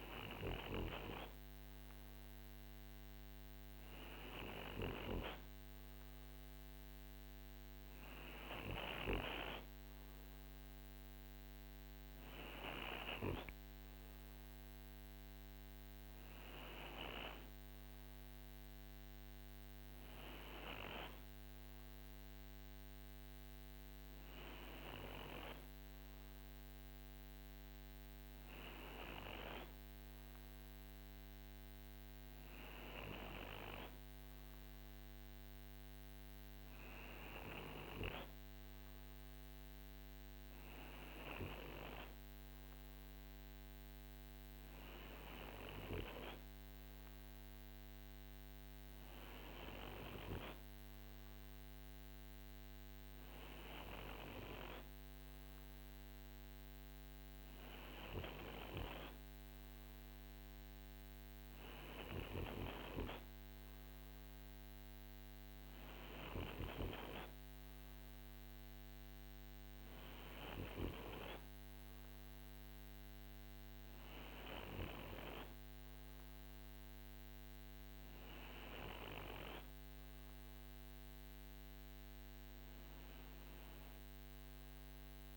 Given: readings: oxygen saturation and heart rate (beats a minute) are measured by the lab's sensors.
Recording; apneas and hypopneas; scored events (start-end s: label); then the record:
breathing in sleep by a microphone on the trachea; none
none scored
From the record:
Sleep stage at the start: N2 (light sleep); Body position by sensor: on the right side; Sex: male